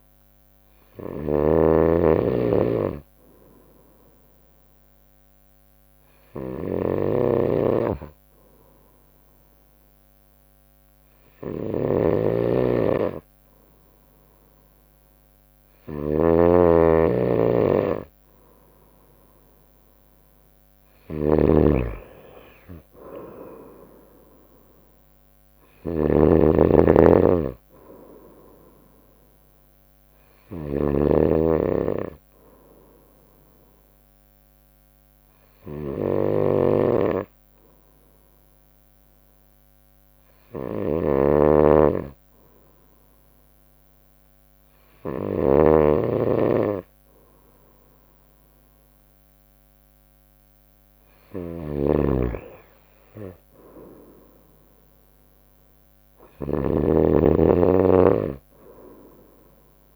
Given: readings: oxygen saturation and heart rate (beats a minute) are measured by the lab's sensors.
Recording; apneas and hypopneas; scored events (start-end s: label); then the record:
breathing in sleep by a microphone on the trachea; 2
0.00-1.50 s: arousal
0.00-45.50 s: snoring (device-marked)
4.00-17.50 s: obstructive apnea (oxygen 96% before, 94% lowest, heart rate 62 before, 60 extreme, up 1 after)
20.00-23.50 s: arousal
34.00-49.50 s: obstructive apnea (oxygen 96% before, 94% lowest, heart rate 63 before, 59 extreme, up 1 after)
51.50-59.96 s: snoring (device-marked)
53.50-57.50 s: arousal
From the record:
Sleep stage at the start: N2 (light sleep); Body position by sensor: on the right side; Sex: female